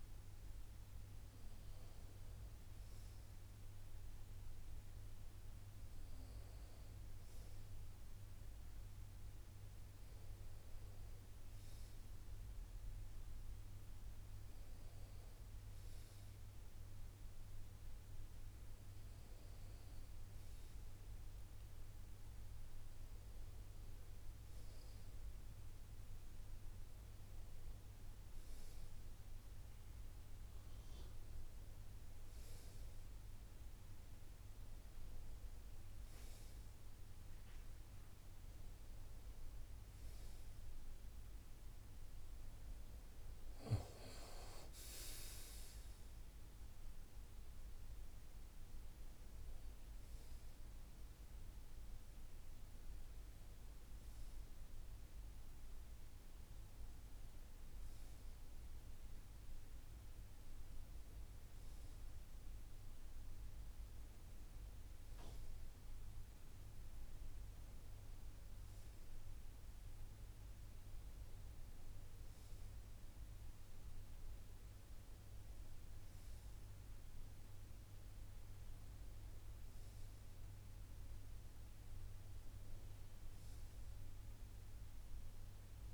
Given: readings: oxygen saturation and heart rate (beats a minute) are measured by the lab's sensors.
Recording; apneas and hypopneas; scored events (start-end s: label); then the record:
breathing in sleep, hard to hear, by a room microphone; none
none scored
From the record:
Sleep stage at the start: N2 (light sleep); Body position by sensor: on the right side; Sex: male